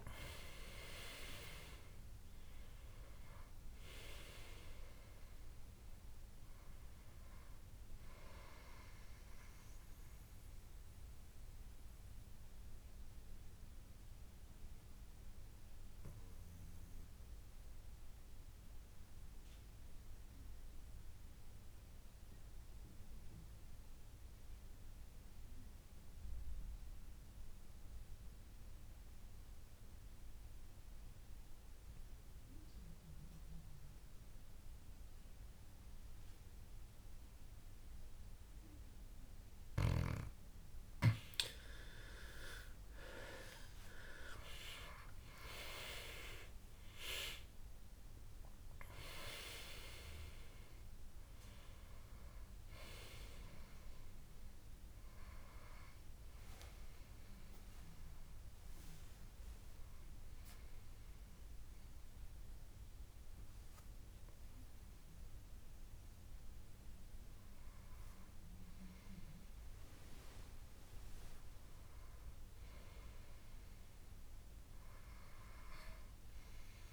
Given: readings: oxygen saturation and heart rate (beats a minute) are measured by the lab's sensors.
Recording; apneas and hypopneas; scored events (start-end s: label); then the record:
breathing in sleep by a room microphone; 2
0.00-16.00 s: oxygen desaturation (device-marked, oxygen 87% lowest, heart rate 65 extreme)
10.50-41.50 s: mixed apnea (oxygen 97% before, 87% lowest, heart rate 76 before, 65 extreme, up 14 after)
33.00-65.00 s: oxygen desaturation (device-marked, oxygen 98% before, 87% lowest, heart rate 67 before, 66 extreme)
43.00-47.50 s: arousal
58.00-68.50 s: hypopnea (oxygen 97% before, 88% lowest, heart rate 77 before, 66 extreme, up 4 after)
71.50-75.00 s: arousal
From the record:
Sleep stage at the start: N2 (light sleep); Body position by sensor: on the back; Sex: male